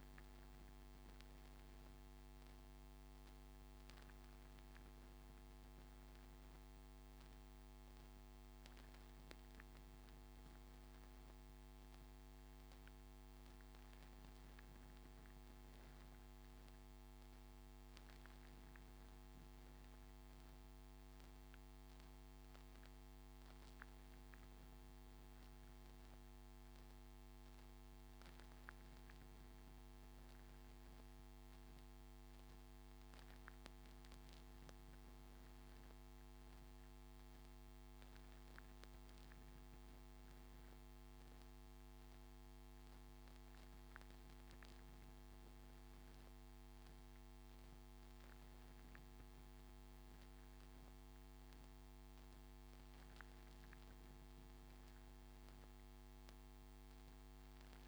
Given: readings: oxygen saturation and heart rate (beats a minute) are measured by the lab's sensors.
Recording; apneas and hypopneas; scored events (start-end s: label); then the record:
breathing in sleep, hard to hear, by a microphone on the trachea; none
none scored
From the record:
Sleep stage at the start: N3 (deep sleep); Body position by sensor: on the front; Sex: male